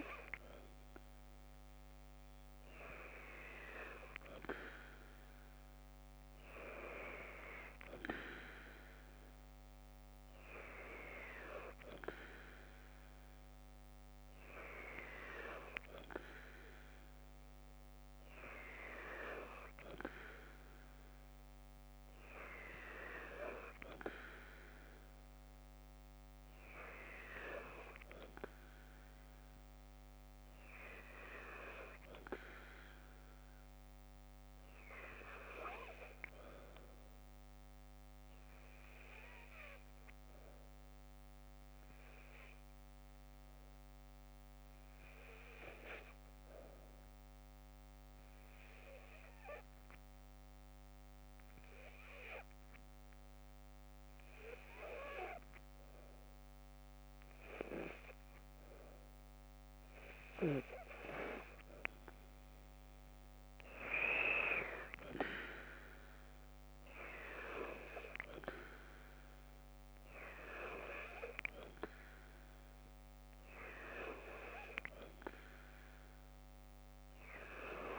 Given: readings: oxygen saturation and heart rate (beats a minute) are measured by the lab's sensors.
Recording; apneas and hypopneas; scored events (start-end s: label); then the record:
breathing in sleep by a microphone on the trachea; 1
47.50-59.00 s: hypopnea (oxygen 97% before, 92% lowest, heart rate 54 before, 54 extreme, up 2 after)
61.50-65.00 s: arousal
71.00-77.99 s: oxygen desaturation (device-marked, oxygen 97% before, 92% lowest, heart rate 56 before, 52 extreme)
From the record:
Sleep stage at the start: N2 (light sleep); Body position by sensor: on the left side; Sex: female